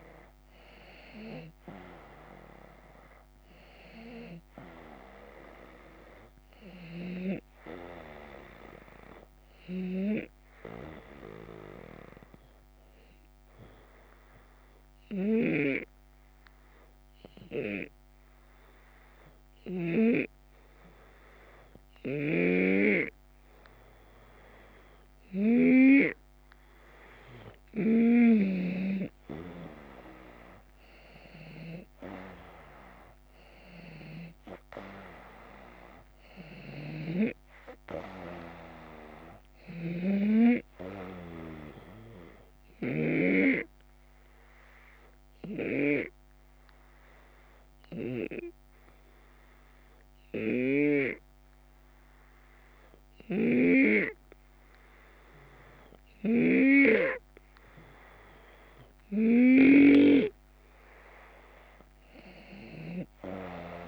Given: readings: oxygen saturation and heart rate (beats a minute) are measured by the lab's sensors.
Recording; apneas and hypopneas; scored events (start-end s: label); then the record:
breathing in sleep by a microphone on the trachea; 2
0.00-3.50 s: drop in pulse transit time (device-marked, heart rate 77 extreme)
10.50-26.00 s: obstructive apnea (oxygen 94% before, 91% lowest, heart rate 79 before, 76 extreme, up 4 after)
15.00-20.00 s: snoring (device-marked)
22.00-28.50 s: snoring (device-marked)
30.50-34.50 s: arousal
36.50-43.00 s: snoring (device-marked)
42.50-58.50 s: obstructive apnea (oxygen 94% before, 91% lowest, heart rate 79 before, 76 extreme, up 2 after)
53.00-63.88 s: snoring (device-marked)
62.00-63.88 s: arousal
From the record:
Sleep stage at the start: N2 (light sleep); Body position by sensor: on the back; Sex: male